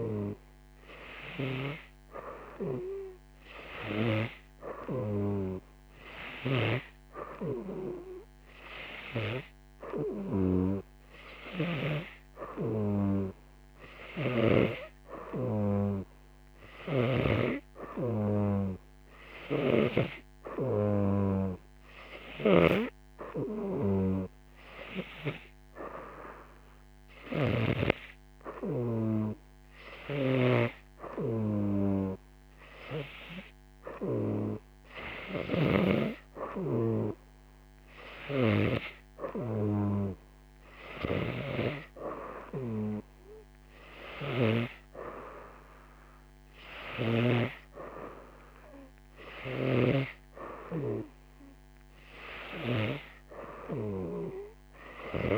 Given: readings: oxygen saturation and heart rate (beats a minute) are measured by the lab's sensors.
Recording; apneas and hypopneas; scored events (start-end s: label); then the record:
breathing in sleep by a microphone on the trachea; none
14.00-36.00 s: snoring (device-marked)
42.50-49.50 s: oxygen desaturation (device-marked, oxygen 95% before, 92% lowest, heart rate 89 before, 88 extreme)
From the record:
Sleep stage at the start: N2 (light sleep); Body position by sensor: on the right side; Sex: female